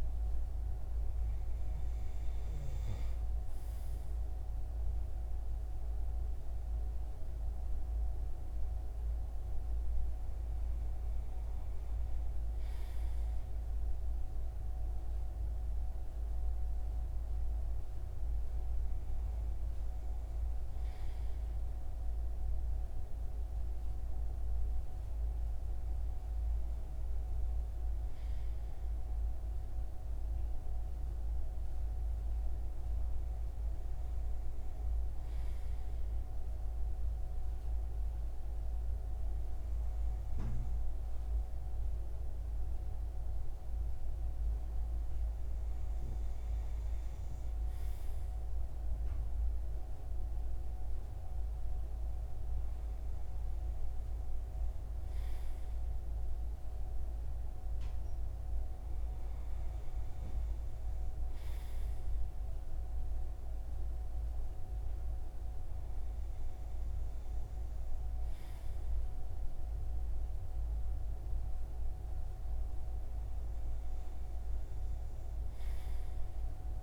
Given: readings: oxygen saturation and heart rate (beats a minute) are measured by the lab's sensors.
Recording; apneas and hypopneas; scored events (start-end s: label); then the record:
breathing in sleep, hard to hear, by a room microphone; none
none scored
From the record:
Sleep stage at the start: N2 (light sleep); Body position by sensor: on the right side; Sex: male